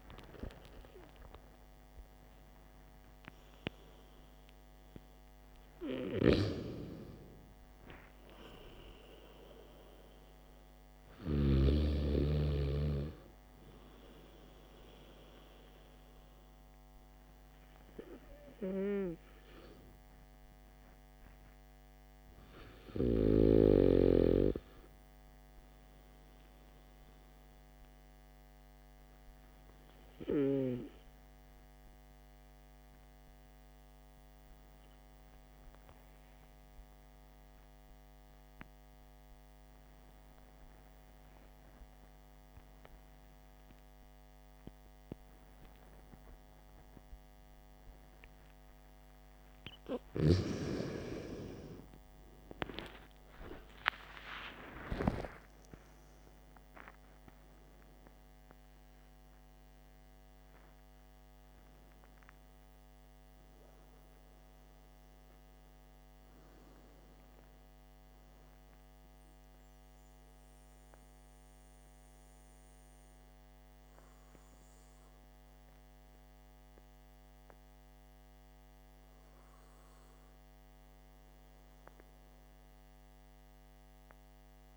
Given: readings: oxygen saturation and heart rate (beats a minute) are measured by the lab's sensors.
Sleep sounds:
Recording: breathing in sleep by a microphone on the trachea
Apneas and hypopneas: 1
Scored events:
19.50-23.50 s: arousal
29.00-49.50 s: obstructive apnea (oxygen 96% before, 90% lowest, heart rate 56 before, 50 extreme, up 16 after)
48.50-66.50 s: oxygen desaturation (device-marked, oxygen 96% before, 92% lowest, heart rate 56 before, 54 extreme)
52.50-58.50 s: arousal
From the record:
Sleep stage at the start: N2 (light sleep)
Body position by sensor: on the back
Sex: male

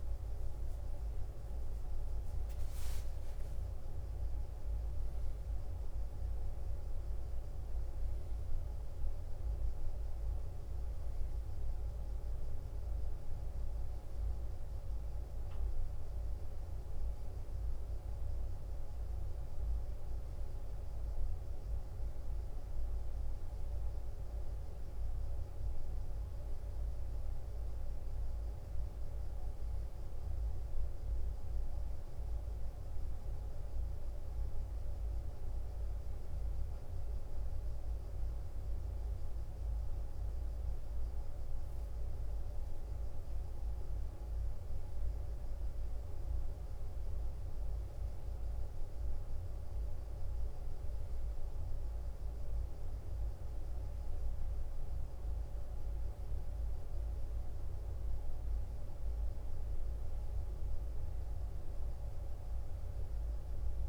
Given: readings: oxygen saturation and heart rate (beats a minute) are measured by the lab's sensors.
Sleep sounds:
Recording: breathing in sleep, hard to hear, by a room microphone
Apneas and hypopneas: none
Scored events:
none scored
From the record:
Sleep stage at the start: N1 (lightest sleep)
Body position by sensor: on the back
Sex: male

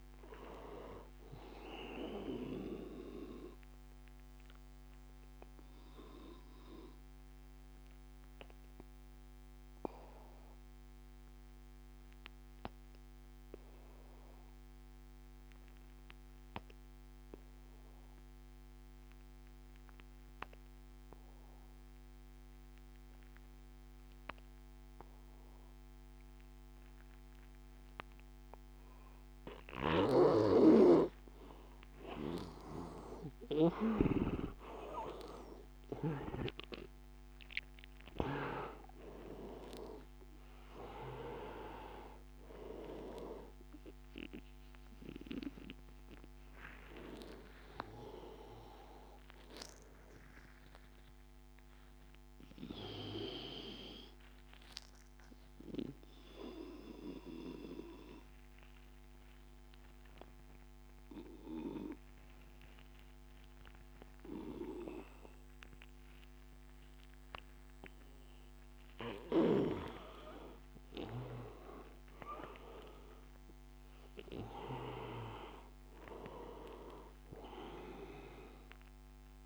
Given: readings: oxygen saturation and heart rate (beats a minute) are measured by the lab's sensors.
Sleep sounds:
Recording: breathing in sleep by a microphone on the trachea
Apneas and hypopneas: 2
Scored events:
0.00-13.50 s: oxygen desaturation (device-marked, oxygen 82% lowest, heart rate 80 extreme)
1.00-30.50 s: obstructive apnea (oxygen 99% before, 81% lowest, heart rate 85 before, 83 extreme, up 8 after)
25.50-56.50 s: oxygen desaturation (device-marked, oxygen 99% before, 81% lowest, heart rate 86 before, 87 extreme)
29.50-33.50 s: snoring (device-marked)
32.00-37.00 s: arousal
55.00-70.00 s: obstructive apnea (oxygen 96% before, 81% lowest, heart rate 91 before, 87 extreme, up 4 after)
71.50-75.50 s: arousal
75.50-79.46 s: oxygen desaturation (device-marked, oxygen 99% before, 92% lowest, heart rate 90 before, 84 extreme)
From the record:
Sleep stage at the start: N2 (light sleep)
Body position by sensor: on the back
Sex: male

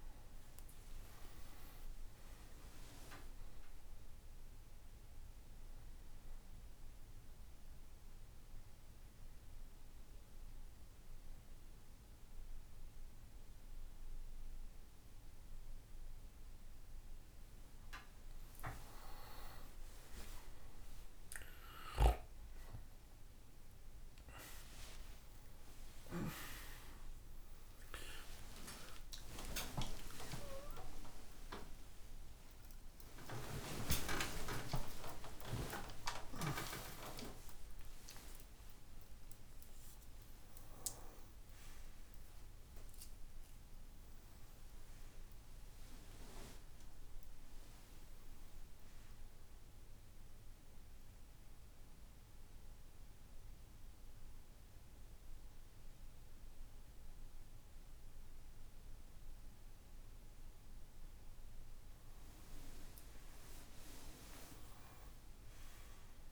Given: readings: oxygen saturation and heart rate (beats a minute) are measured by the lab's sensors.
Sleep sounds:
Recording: a person partly awake in a sleep study, by a room microphone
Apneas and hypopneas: 1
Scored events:
4.00-17.50 s: obstructive apnea (oxygen 97% before, 91% lowest, heart rate 79 before, 57 extreme, up 21 after)
16.50-46.50 s: new sleep stage, awake
25.50-32.50 s: tachycardia (device-marked, heart rate 73 before, 120 extreme)
28.50-42.50 s: oxygen desaturation (device-marked, oxygen 95% before, 91% lowest, heart rate 68 before, 62 extreme)
46.50-66.32 s: new sleep stage, N1 (lightest sleep)
From the record:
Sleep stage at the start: N1 (lightest sleep)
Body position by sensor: on the right side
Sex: male

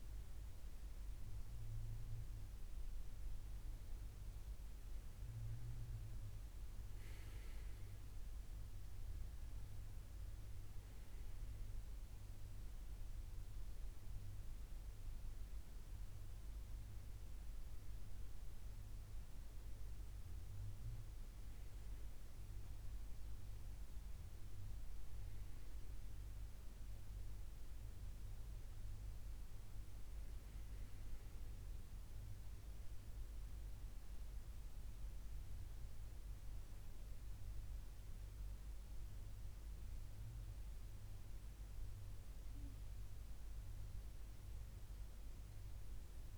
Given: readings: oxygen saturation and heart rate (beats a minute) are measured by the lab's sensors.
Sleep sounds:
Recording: breathing in sleep, hard to hear, by a room microphone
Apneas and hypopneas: none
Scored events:
10.00-25.00 s: oxygen desaturation (device-marked, oxygen 96% before, 93% lowest, heart rate 80 before, 79 extreme)
From the record:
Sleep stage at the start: N2 (light sleep)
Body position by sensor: on the left side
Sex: male

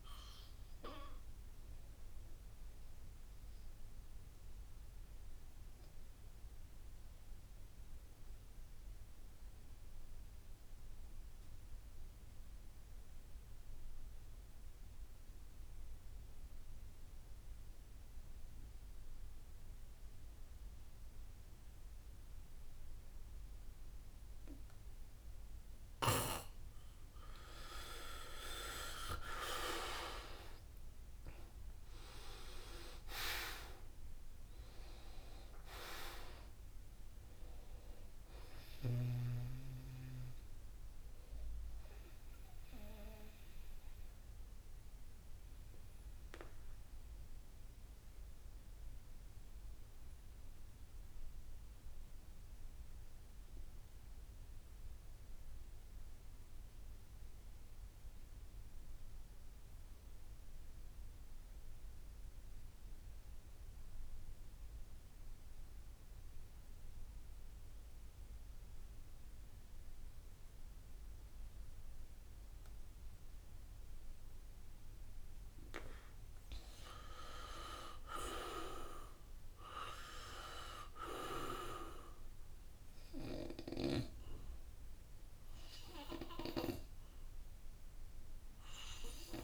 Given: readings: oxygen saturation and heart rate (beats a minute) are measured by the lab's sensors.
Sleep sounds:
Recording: breathing in sleep by a room microphone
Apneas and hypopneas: 2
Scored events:
0.00-11.50 s: oxygen desaturation (device-marked, oxygen 75% lowest, heart rate 69 extreme)
1.50-27.00 s: obstructive apnea (oxygen 96% before, 75% lowest, heart rate 75 before, 66 extreme, up 21 after)
16.50-56.50 s: oxygen desaturation (device-marked, oxygen 95% before, 77% lowest, heart rate 72 before, 66 extreme)
29.00-31.00 s: long interval between heartbeats (device-marked, heart rate 70 before, 84 extreme)
29.00-33.50 s: arousal
44.50-76.50 s: obstructive apnea (oxygen 95% before, 75% lowest, heart rate 79 before, 66 extreme, up 7 after)
66.50-89.44 s: oxygen desaturation (device-marked, oxygen 97% before, 78% lowest, heart rate 69 before, 66 extreme)
76.50-81.00 s: arousal
From the record:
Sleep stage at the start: N2 (light sleep)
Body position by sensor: on the back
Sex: male

